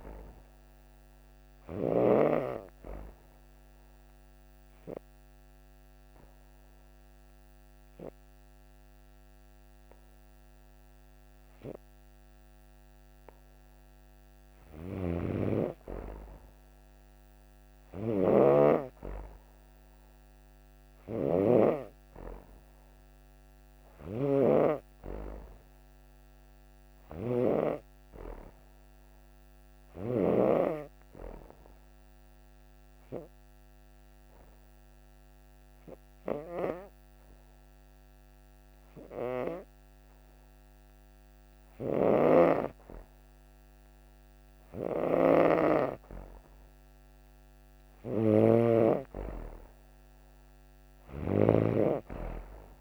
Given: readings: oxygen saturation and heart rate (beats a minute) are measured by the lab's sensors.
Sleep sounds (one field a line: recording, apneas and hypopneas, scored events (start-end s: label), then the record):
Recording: breathing in sleep by a microphone on the trachea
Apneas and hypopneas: 2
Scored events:
0.00-2.00 s: snoring (device-marked)
0.50-14.00 s: obstructive apnea (oxygen 95% before, 92% lowest)
14.00-18.50 s: arousal
14.50-30.00 s: snoring (device-marked)
32.00-46.50 s: obstructive apnea (oxygen 97% before, 92% lowest)
41.50-51.50 s: snoring (device-marked)
48.50-52.81 s: arousal
From the record:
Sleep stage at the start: N2 (light sleep)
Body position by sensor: on the back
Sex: female